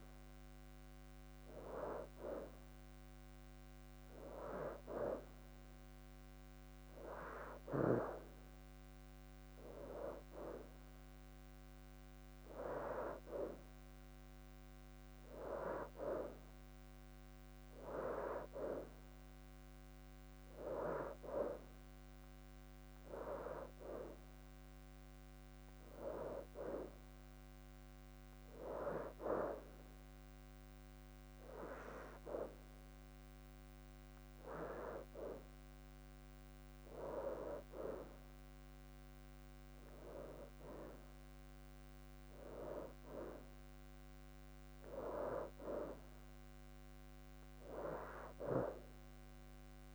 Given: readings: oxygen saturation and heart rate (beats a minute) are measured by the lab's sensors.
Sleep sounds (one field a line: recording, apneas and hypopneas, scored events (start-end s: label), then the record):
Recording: breathing in sleep by a microphone on the trachea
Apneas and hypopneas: none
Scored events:
9.50-10.50 s: leg movement (device-marked)
15.50-17.50 s: leg movement (device-marked)
27.00-28.00 s: leg movement (device-marked)
From the record:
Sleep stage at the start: N2 (light sleep)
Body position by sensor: on the right side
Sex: female